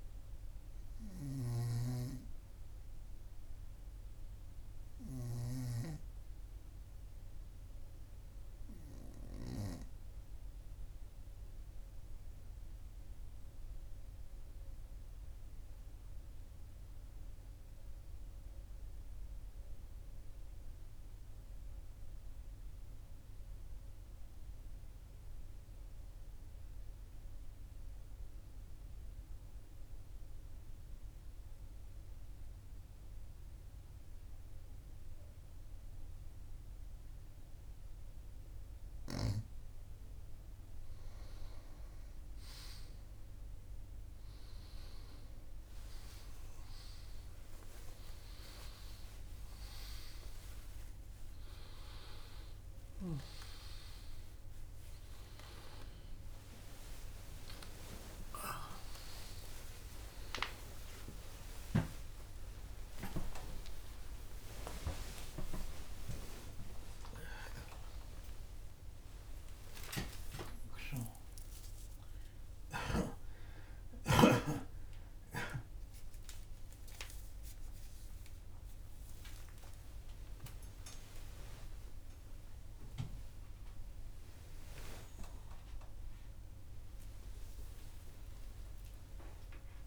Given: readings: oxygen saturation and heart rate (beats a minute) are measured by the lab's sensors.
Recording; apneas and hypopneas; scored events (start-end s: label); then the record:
a person awake in a sleep study, by a room microphone; 1
0.00-1.50 s: snoring (device-marked)
0.00-8.50 s: oxygen desaturation (device-marked, oxygen 92% lowest, heart rate 41 extreme)
8.50-38.50 s: obstructive apnea (oxygen 98% before, 93% lowest, heart rate 43 before, 41 extreme, up 3 after)
41.50-89.87 s: new sleep stage, awake
69.50-82.50 s: oxygen desaturation (device-marked, oxygen 97% before, 93% lowest, heart rate 58 before, 68 extreme)
From the record:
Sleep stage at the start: N2 (light sleep); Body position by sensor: on the right side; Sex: male